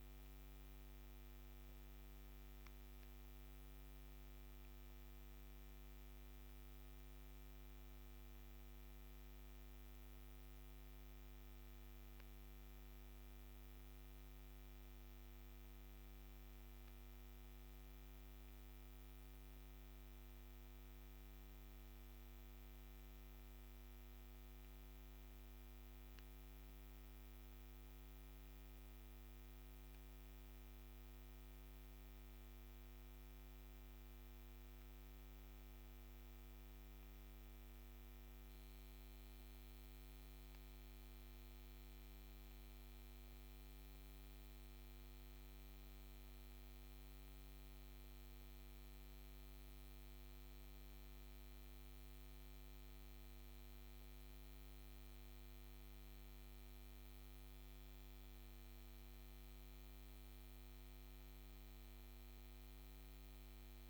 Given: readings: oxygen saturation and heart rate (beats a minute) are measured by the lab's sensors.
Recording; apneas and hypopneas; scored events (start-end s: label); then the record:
breathing in sleep, hard to hear, by a microphone on the trachea; none
none scored
From the record:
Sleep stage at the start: N2 (light sleep); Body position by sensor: on the back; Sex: female